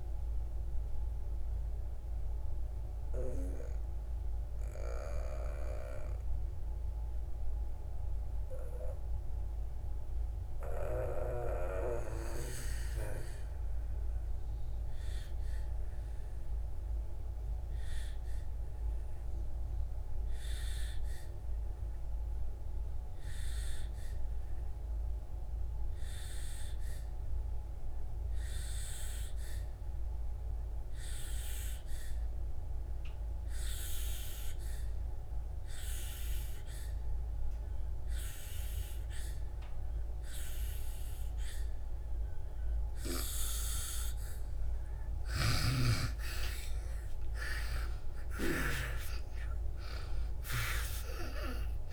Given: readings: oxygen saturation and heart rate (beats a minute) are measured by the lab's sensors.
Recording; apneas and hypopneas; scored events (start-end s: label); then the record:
breathing in sleep by a room microphone; 1
0.00-23.50 s: oxygen desaturation (device-marked, oxygen 78% lowest, heart rate 61 extreme)
3.00-44.00 s: mixed apnea (oxygen 98% before, 78% lowest, heart rate 79 before, 61 extreme, up 43 after)
35.50-51.93 s: oxygen desaturation (device-marked, oxygen 99% before, 82% lowest, heart rate 68 before, 60 extreme)
45.50-50.00 s: arousal
From the record:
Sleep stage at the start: N2 (light sleep); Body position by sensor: on the back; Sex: female